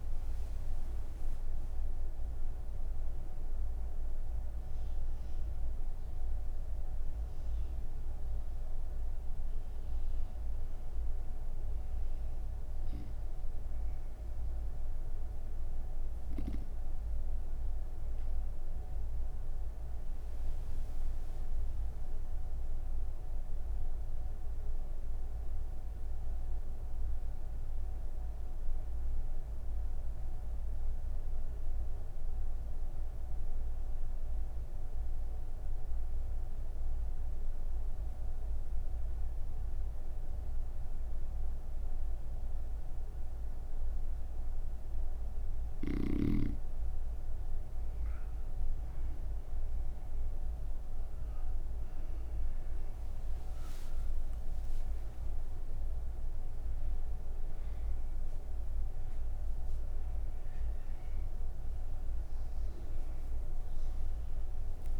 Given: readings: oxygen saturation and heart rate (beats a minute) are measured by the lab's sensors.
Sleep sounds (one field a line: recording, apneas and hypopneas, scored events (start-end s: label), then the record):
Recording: breathing in sleep, hard to hear, by a room microphone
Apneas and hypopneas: none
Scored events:
8.50-25.50 s: oxygen desaturation (device-marked, oxygen 93% before, 87% lowest)
51.50-65.00 s: oxygen desaturation (device-marked, oxygen 99% before, 95% lowest)
52.50-65.00 s: new sleep stage, N2 (light sleep)
From the record:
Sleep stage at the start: N1 (lightest sleep)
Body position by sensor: on the right side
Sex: female